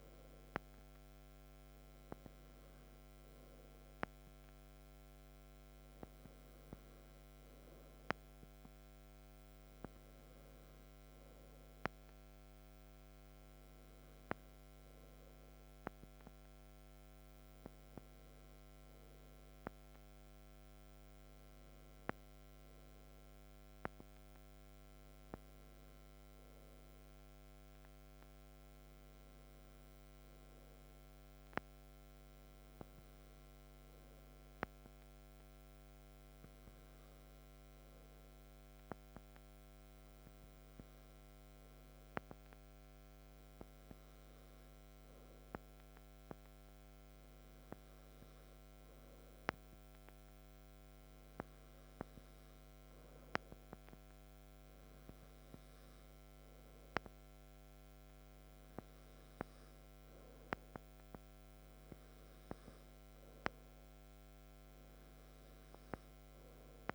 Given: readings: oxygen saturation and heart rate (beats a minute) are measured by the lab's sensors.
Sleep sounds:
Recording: breathing in sleep by a microphone on the trachea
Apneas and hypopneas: none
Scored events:
none scored
From the record:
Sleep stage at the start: N2 (light sleep)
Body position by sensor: on the back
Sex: male

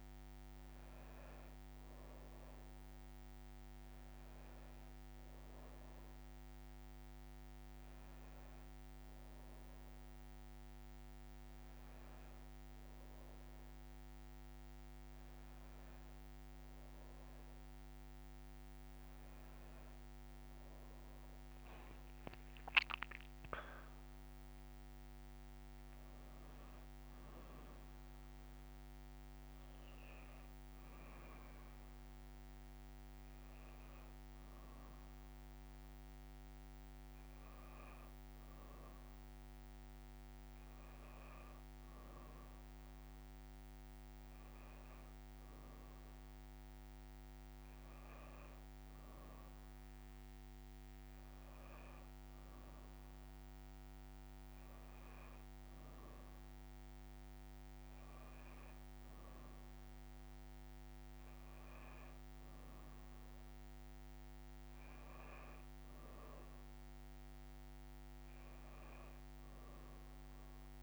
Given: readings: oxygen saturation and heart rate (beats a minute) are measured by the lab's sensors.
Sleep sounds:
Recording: breathing in sleep, hard to hear, by a microphone on the trachea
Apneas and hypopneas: none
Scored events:
none scored
From the record:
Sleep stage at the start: N2 (light sleep)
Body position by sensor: on the back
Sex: female

